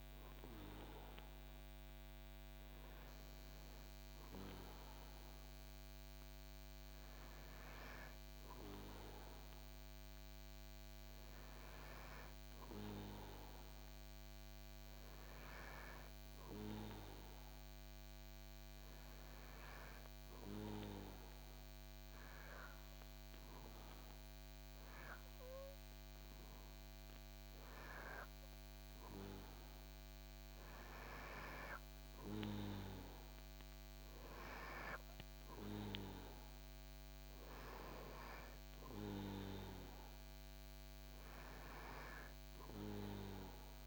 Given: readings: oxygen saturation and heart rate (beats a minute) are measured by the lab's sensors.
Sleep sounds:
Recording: breathing in sleep by a microphone on the trachea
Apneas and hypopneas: none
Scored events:
none scored
From the record:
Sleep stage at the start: N2 (light sleep)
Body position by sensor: on the back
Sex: male

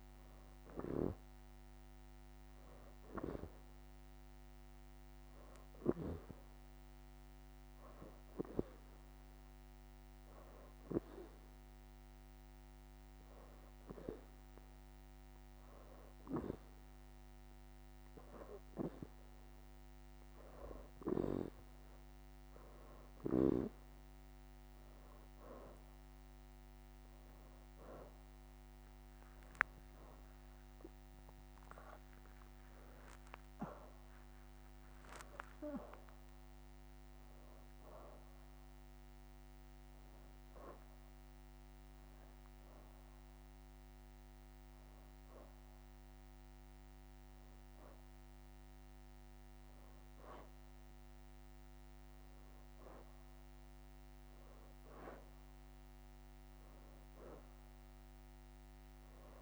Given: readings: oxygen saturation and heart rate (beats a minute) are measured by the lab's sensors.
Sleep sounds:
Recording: breathing in sleep by a microphone on the trachea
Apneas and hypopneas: 2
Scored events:
3.50-10.50 s: leg movement (device-marked)
7.50-20.00 s: hypopnea (oxygen 93% before, 86% lowest, heart rate 86 before, 84 extreme, up 4 after)
13.50-16.00 s: leg movement (device-marked)
22.50-42.50 s: oxygen desaturation (device-marked, oxygen 90% before, 86% lowest, heart rate 86 before, 85 extreme)
23.00-27.00 s: arousal
25.00-26.00 s: leg movement (device-marked)
32.50-33.50 s: leg movement (device-marked)
33.50-39.50 s: leg movement (device-marked)
41.50-52.50 s: hypopnea (oxygen 90% before, 89% lowest, heart rate 98 before, 84 extreme, up 0 after)
44.00-45.00 s: leg movement (device-marked)
55.00-58.50 s: arousal
From the record:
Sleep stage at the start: N2 (light sleep)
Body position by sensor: on the back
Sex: female

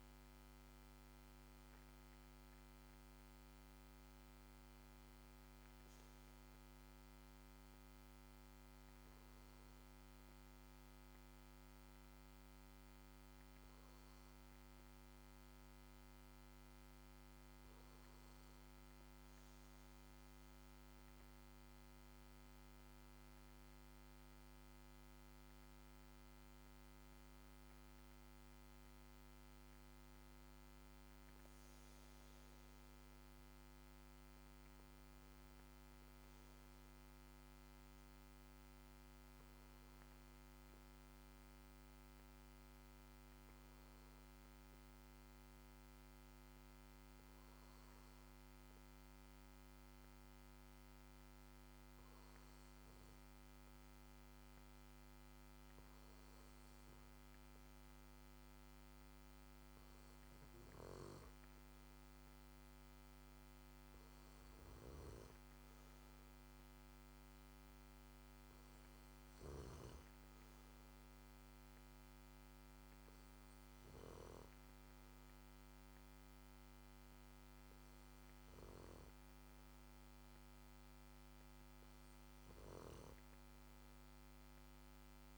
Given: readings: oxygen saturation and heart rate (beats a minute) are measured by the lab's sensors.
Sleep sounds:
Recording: breathing in sleep, hard to hear, by a microphone on the trachea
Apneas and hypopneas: 1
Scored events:
6.50-20.00 s: hypopnea (oxygen 96% before, 93% lowest, heart rate 55 before, 52 extreme, up 4 after)
22.00-25.50 s: arousal
From the record:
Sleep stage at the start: N2 (light sleep)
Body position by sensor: on the back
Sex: male

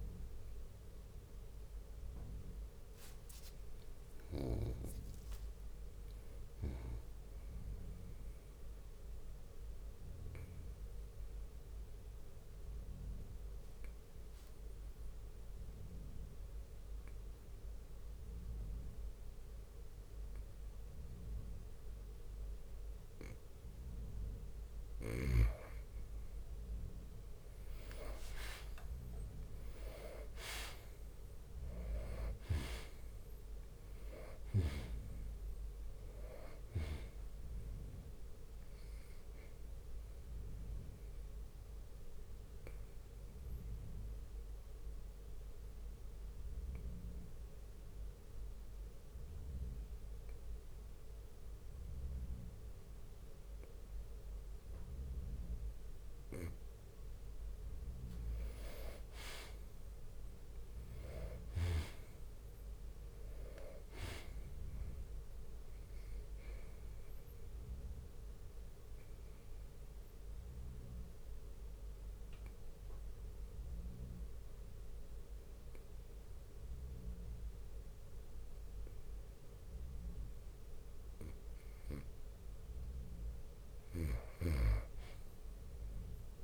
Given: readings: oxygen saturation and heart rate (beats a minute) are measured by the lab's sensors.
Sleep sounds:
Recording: breathing in sleep by a room microphone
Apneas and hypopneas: 3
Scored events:
0.00-12.50 s: oxygen desaturation (device-marked, oxygen 87% lowest, heart rate 58 extreme)
6.50-24.50 s: obstructive apnea (oxygen 97% before, 87% lowest, heart rate 66 before, 58 extreme, up 10 after)
27.00-32.00 s: arousal
29.50-42.50 s: drop in pulse transit time (device-marked, heart rate 61 before, 64 extreme)
32.00-34.00 s: long interval between heartbeats (device-marked, heart rate 61 before, 70 extreme)
32.50-56.50 s: oxygen desaturation (device-marked, oxygen 96% before, 88% lowest, heart rate 61 before, 58 extreme)
40.00-57.50 s: obstructive apnea (oxygen 98% before, 88% lowest, heart rate 65 before, 58 extreme, up 8 after)
43.50-55.50 s: bradycardia (device-marked, heart rate 64 before, 58 extreme)
58.50-72.50 s: drop in pulse transit time (device-marked, heart rate 61 before, 61 extreme)
59.00-62.50 s: arousal
68.00-81.00 s: obstructive apnea (oxygen 97% before, 90% lowest, heart rate 61 before, 61 extreme, up 2 after)
76.50-84.50 s: oxygen desaturation (device-marked, oxygen 94% before, 90% lowest, heart rate 64 before, 54 extreme)
85.00-86.44 s: arousal
From the record:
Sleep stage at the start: N2 (light sleep)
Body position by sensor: on the back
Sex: male

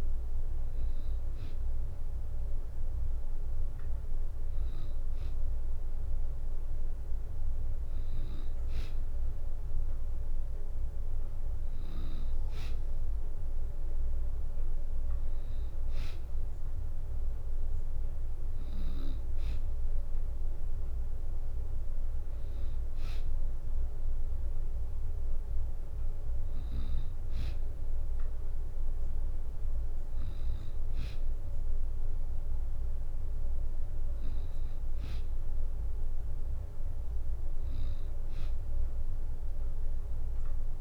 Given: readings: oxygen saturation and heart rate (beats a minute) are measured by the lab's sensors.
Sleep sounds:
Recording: breathing in sleep, hard to hear, by a room microphone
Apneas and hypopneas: none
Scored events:
none scored
From the record:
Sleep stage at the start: N2 (light sleep)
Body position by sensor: on the back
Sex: female

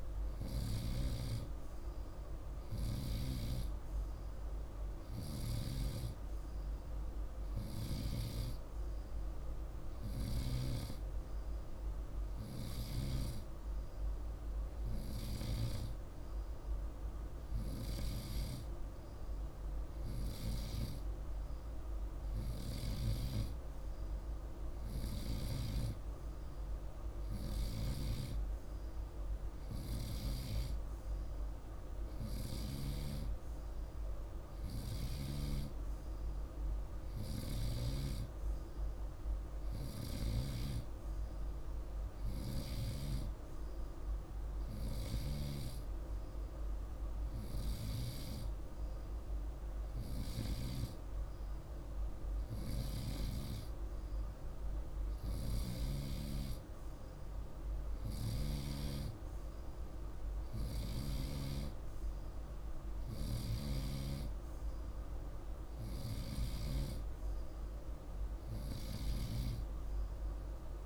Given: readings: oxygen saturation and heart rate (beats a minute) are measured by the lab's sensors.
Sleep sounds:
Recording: breathing in sleep by a room microphone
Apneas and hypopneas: none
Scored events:
none scored
From the record:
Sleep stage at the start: N2 (light sleep)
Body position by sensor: on the right side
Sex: male

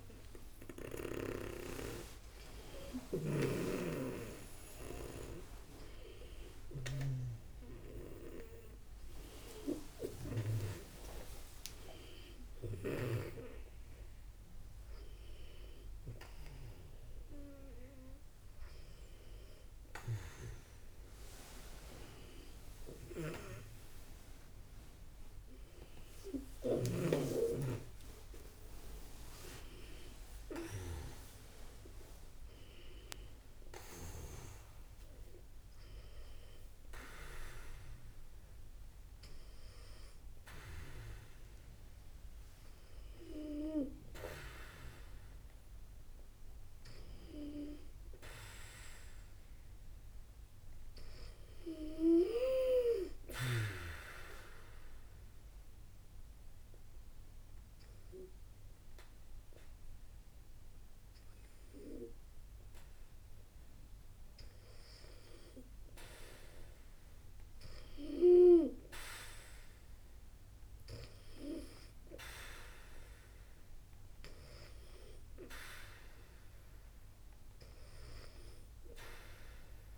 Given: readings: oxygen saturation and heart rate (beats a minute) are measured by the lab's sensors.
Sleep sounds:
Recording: a person awake in a sleep study, by a room microphone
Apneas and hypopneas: 1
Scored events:
0.00-13.00 s: snoring (device-marked)
23.00-27.00 s: snoring (device-marked)
44.50-79.98 s: new sleep stage, N2 (light sleep)
53.00-65.50 s: hypopnea (oxygen 95% before, 90% lowest, heart rate 67 before, 60 extreme, up 5 after)
67.50-71.00 s: arousal
From the record:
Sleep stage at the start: awake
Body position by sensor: on the back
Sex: female

